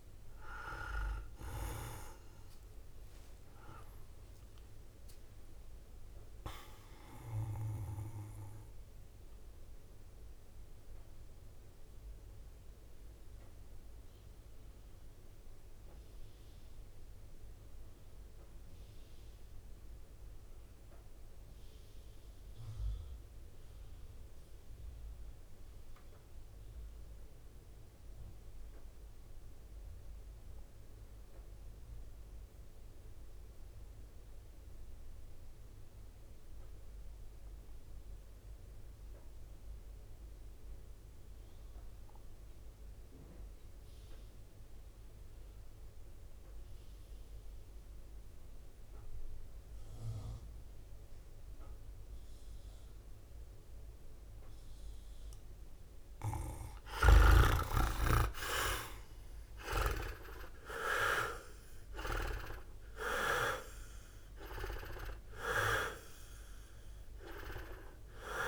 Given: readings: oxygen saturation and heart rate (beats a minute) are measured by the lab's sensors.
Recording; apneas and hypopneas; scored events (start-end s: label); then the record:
breathing in sleep by a room microphone; 1
0.00-15.50 s: drop in pulse transit time (device-marked, heart rate 53 extreme)
4.00-6.00 s: leg movement (device-marked)
9.50-55.00 s: mixed apnea (oxygen 98% before, 85% lowest, heart rate 61 before, 51 extreme, up 17 after)
37.50-68.48 s: oxygen desaturation (device-marked, oxygen 98% before, 88% lowest, heart rate 54 before, 52 extreme)
51.50-68.48 s: new sleep stage, N1 (lightest sleep)
57.00-61.00 s: arousal
57.50-68.48 s: drop in pulse transit time (device-marked, heart rate 55 before, 59 extreme)
58.50-61.50 s: leg movement (device-marked)
From the record:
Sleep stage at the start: REM sleep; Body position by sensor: on the right side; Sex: male